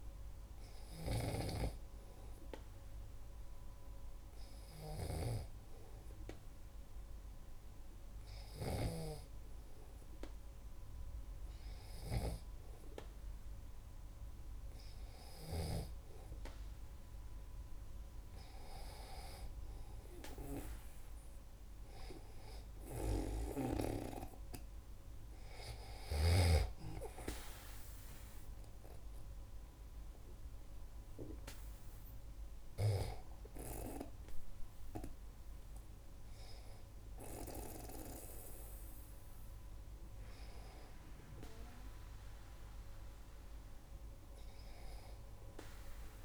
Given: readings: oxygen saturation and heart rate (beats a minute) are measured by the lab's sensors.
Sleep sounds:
breathing in sleep by a room microphone; none
0.00-9.00 s: snoring (device-marked)
23.00-26.50 s: snoring (device-marked)
From the record:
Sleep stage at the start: N2 (light sleep); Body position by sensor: on the back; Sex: male

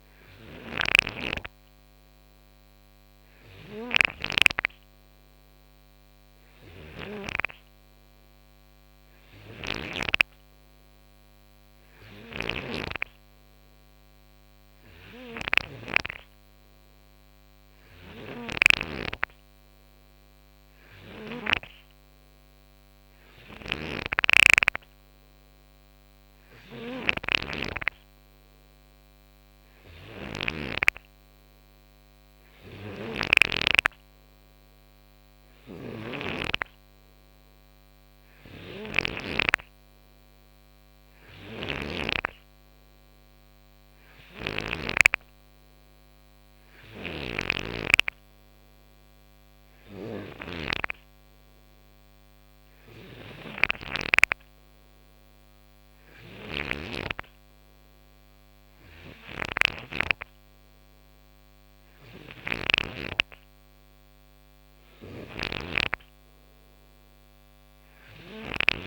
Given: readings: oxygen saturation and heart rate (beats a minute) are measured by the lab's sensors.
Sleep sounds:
breathing in sleep by a microphone on the trachea; none
0.00-7.00 s: snoring (device-marked)
9.00-15.50 s: snoring (device-marked)
17.50-21.00 s: snoring (device-marked)
23.00-33.00 s: snoring (device-marked)
35.00-44.50 s: snoring (device-marked)
46.50-59.50 s: snoring (device-marked)
61.50-68.87 s: snoring (device-marked)
From the record:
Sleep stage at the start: N3 (deep sleep); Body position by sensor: on the right side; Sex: male

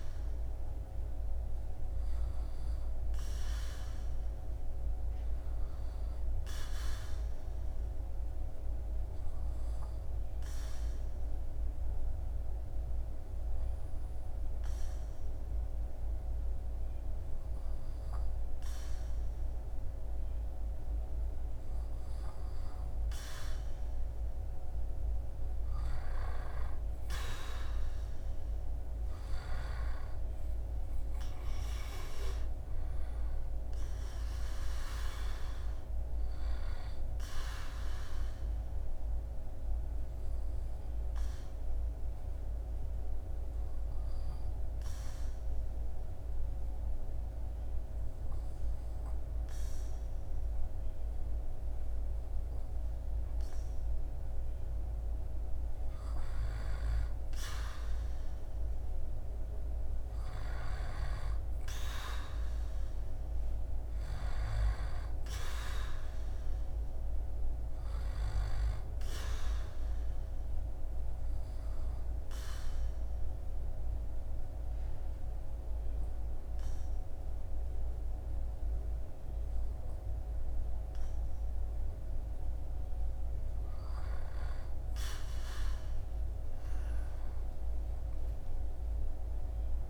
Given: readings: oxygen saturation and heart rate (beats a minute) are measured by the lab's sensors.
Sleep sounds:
breathing in sleep by a room microphone; 3
8.00-22.50 s: obstructive apnea (oxygen 98% before, 93% lowest, heart rate 78 before, 76 extreme, up 4 after)
11.00-89.90 s: new sleep stage, REM sleep
22.00-51.00 s: oxygen desaturation (device-marked, oxygen 98% before, 93% lowest, heart rate 77 before, 75 extreme)
24.50-29.00 s: arousal
38.00-54.50 s: obstructive apnea (oxygen 98% before, 93% lowest, heart rate 79 before, 75 extreme, up 3 after)
56.50-62.00 s: arousal
69.50-82.00 s: obstructive apnea (oxygen 98% before, 94% lowest, heart rate 79 before, 75 extreme, up 9 after)
85.00-89.90 s: arousal
From the record:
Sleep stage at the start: N2 (light sleep); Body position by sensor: on the back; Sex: male

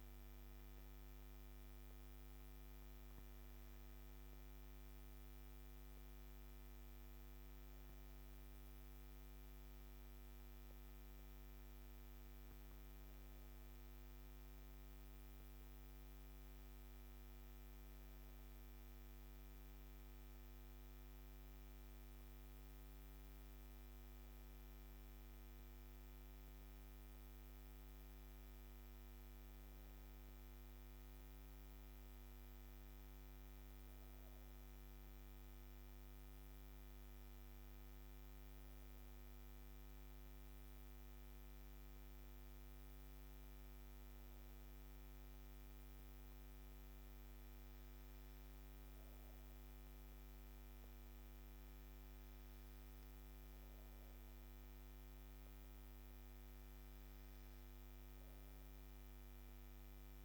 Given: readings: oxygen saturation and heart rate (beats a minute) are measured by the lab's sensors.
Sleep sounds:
breathing in sleep, hard to hear, by a microphone on the trachea; none
none scored
From the record:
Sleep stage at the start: N2 (light sleep); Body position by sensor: on the back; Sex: female

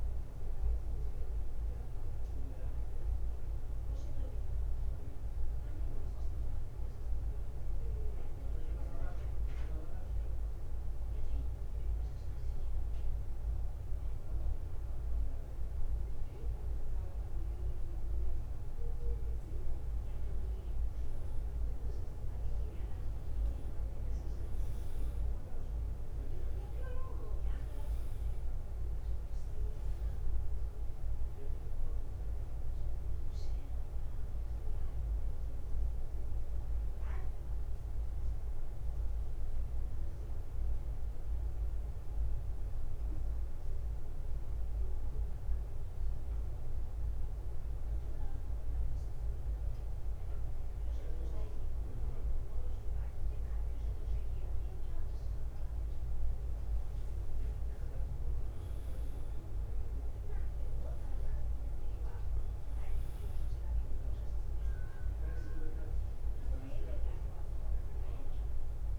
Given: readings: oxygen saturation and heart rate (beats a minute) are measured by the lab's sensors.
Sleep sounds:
breathing in sleep, hard to hear, by a room microphone; 2
0.00-68.99 s: bradycardia (device-marked, heart rate 46 extreme)
4.50-19.50 s: obstructive apnea (oxygen 96% before, 90% lowest, heart rate 56 before, 47 extreme, up 4 after)
23.00-28.00 s: arousal
26.00-52.00 s: oxygen desaturation (device-marked, oxygen 98% before, 90% lowest, heart rate 54 before, 46 extreme)
39.50-56.50 s: mixed apnea (oxygen 98% before, 90% lowest, heart rate 56 before, 46 extreme, up 5 after)
58.50-65.00 s: arousal
From the record:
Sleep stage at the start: N2 (light sleep); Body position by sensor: on the back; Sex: male

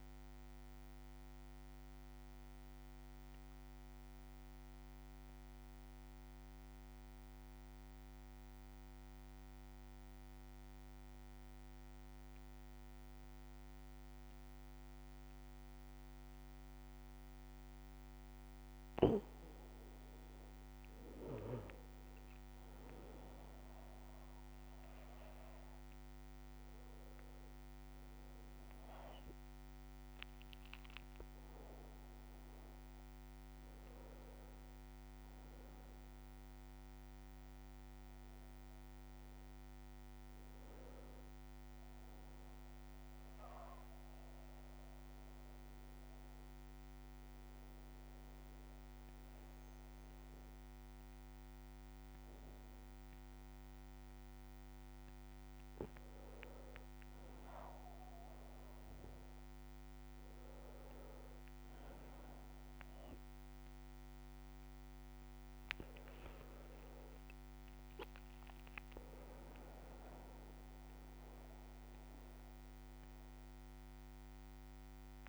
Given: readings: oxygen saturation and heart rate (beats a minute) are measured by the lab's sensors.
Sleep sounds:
breathing in sleep, hard to hear, by a microphone on the trachea; 2
1.00-18.00 s: mixed apnea (oxygen 100% before, 95% lowest, heart rate 74 before, 60 extreme, up 9 after)
17.50-19.50 s: long interval between heartbeats (device-marked, heart rate 66 before, 60 extreme)
22.00-28.00 s: arousal
24.00-43.00 s: oxygen desaturation (device-marked, oxygen 99% before, 96% lowest, heart rate 61 before, 59 extreme)
43.50-55.00 s: obstructive apnea (oxygen 99% before, 95% lowest, heart rate 64 before, 59 extreme, up 4 after)
62.00-64.00 s: long interval between heartbeats (device-marked, heart rate 60 before, 63 extreme)
62.50-67.00 s: arousal
From the record:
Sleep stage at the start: N1 (lightest sleep); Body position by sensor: on the back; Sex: male

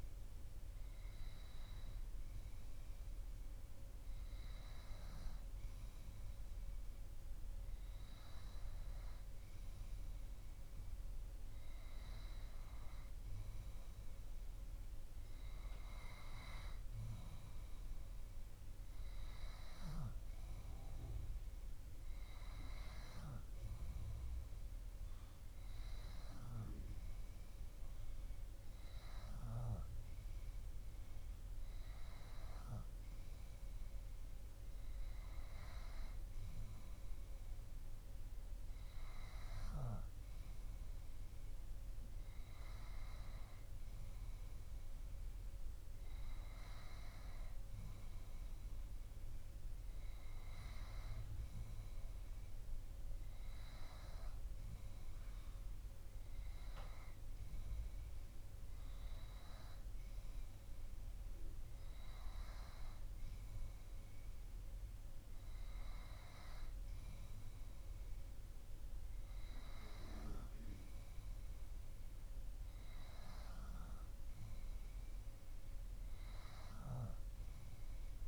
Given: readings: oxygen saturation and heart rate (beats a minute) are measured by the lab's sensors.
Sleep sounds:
breathing in sleep by a room microphone; none
none scored
From the record:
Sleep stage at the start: N2 (light sleep); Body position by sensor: on the back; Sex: male

